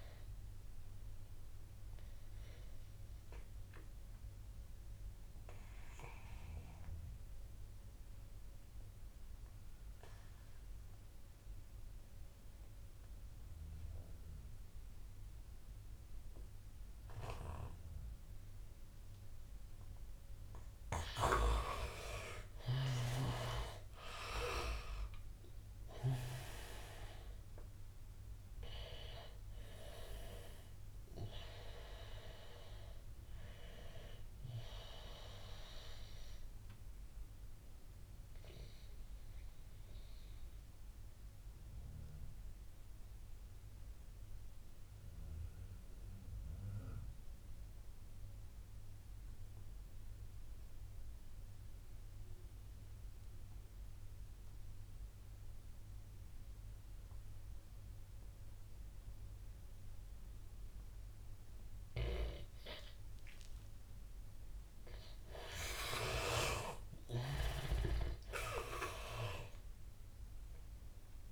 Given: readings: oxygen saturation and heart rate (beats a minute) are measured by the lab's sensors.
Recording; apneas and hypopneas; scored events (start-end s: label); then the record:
breathing in sleep by a room microphone; 2
0.00-1.50 s: oxygen desaturation (device-marked, oxygen 87% lowest, heart rate 83 extreme)
0.50-19.50 s: obstructive apnea (oxygen 98% before, 86% lowest, heart rate 91 before, 79 extreme, up 8 after)
20.50-47.50 s: oxygen desaturation (device-marked, oxygen 98% before, 87% lowest, heart rate 87 before, 78 extreme)
22.50-27.50 s: arousal
36.00-65.50 s: obstructive apnea (oxygen 99% before, 85% lowest, heart rate 89 before, 78 extreme, up 9 after)
60.50-71.31 s: oxygen desaturation (device-marked, oxygen 100% before, 85% lowest, heart rate 82 before, 83 extreme)
66.00-71.00 s: arousal
From the record:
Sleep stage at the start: N2 (light sleep); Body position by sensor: on the back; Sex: male